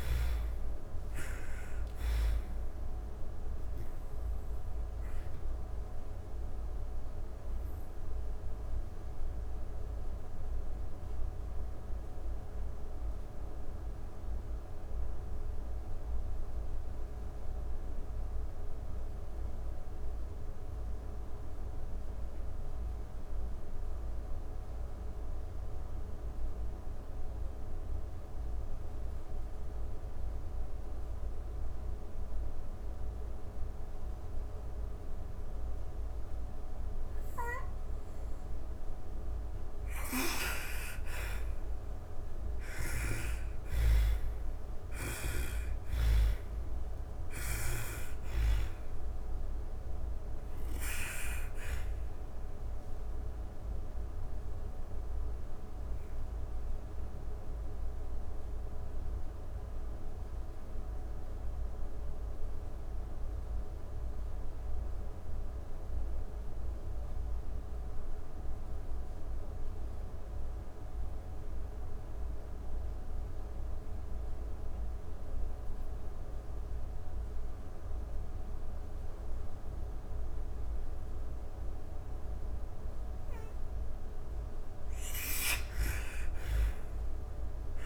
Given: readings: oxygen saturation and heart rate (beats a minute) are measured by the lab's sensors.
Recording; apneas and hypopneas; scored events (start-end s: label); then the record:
breathing in sleep by a room microphone; 2
0.00-1.00 s: snoring (device-marked)
0.00-24.00 s: oxygen desaturation (device-marked, oxygen 76% lowest)
2.50-37.50 s: obstructive apnea (oxygen 98% before, 76% lowest)
31.00-69.00 s: oxygen desaturation (device-marked, oxygen 98% before, 78% lowest)
38.50-43.00 s: arousal
52.00-83.00 s: obstructive apnea (oxygen 98% before, 78% lowest)
85.00-87.86 s: arousal
From the record:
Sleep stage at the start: N2 (light sleep); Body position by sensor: on the back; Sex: female